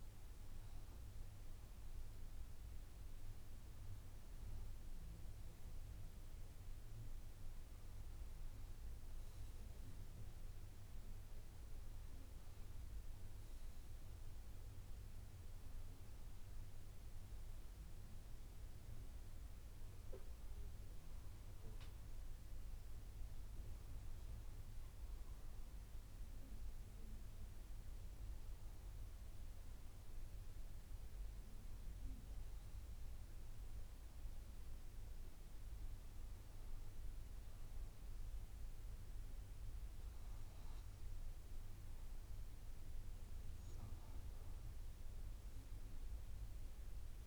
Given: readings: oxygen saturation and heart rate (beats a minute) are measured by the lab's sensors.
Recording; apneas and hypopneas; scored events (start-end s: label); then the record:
breathing in sleep, hard to hear, by a room microphone; none
none scored
From the record:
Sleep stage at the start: N2 (light sleep); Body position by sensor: on the back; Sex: female